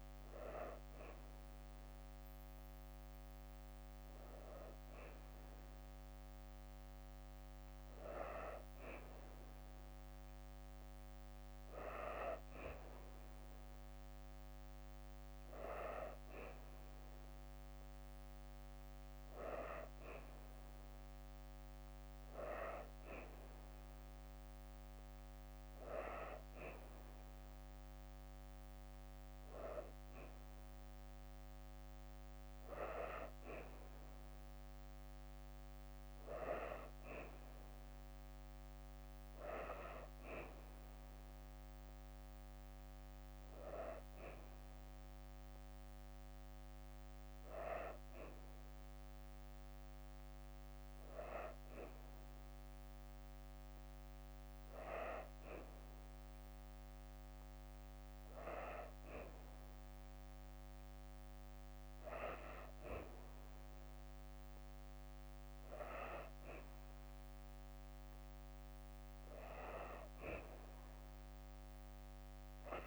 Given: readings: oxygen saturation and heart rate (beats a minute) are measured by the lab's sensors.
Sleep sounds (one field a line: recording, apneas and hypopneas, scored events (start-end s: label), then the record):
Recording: breathing in sleep by a microphone on the trachea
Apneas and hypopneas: none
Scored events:
71.50-72.87 s: drop in pulse transit time (device-marked, heart rate 67 before, 67 extreme)
From the record:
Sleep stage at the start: N2 (light sleep)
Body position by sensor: on the back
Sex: female